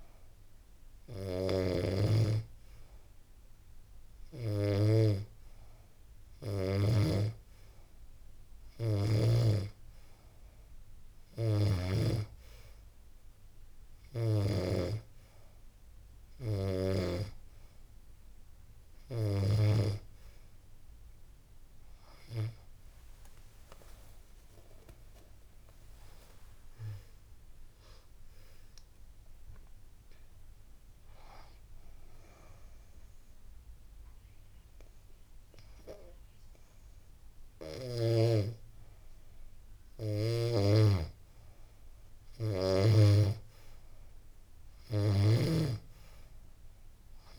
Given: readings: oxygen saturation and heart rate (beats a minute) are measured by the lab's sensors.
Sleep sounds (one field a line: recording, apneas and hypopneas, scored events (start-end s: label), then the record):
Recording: breathing in sleep by a room microphone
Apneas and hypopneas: 1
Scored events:
23.00-27.50 s: arousal
31.00-41.00 s: hypopnea (oxygen 95% before, 91% lowest, heart rate 87 before, 83 extreme, up 0 after)
43.50-46.50 s: arousal
45.00-47.39 s: oxygen desaturation (device-marked, oxygen 95% before, 91% lowest, heart rate 90 before, 83 extreme)
From the record:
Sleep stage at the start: N2 (light sleep)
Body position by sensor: on the back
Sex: female